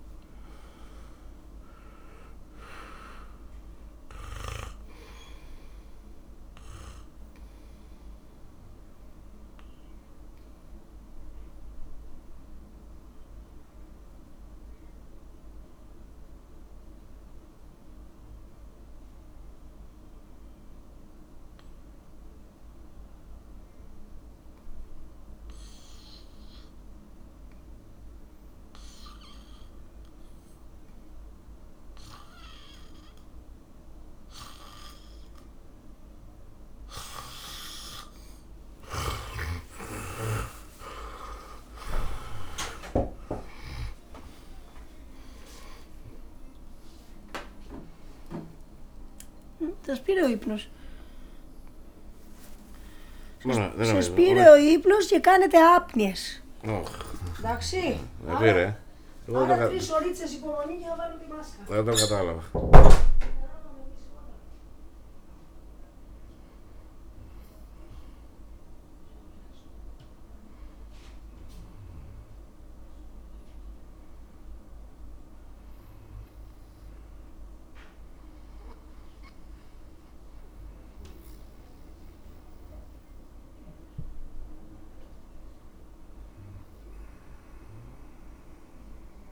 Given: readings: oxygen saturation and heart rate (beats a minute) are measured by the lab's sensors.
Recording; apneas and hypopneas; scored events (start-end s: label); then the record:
breathing in sleep by a room microphone; 1
0.00-23.00 s: oxygen desaturation (device-marked, oxygen 83% lowest, heart rate 50 extreme)
8.00-38.50 s: mixed apnea (oxygen 100% before, 83% lowest, heart rate 67 before, 55 extreme)
33.00-67.00 s: oxygen desaturation (device-marked, oxygen 100% before, 84% lowest)
39.00-48.00 s: tachycardia (device-marked, heart rate 62 before, 150 extreme)
51.50-56.50 s: arousal
54.00-60.50 s: snoring (device-marked)
70.00-89.32 s: new sleep stage, N1 (lightest sleep)
From the record:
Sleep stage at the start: N2 (light sleep); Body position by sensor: on the back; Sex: male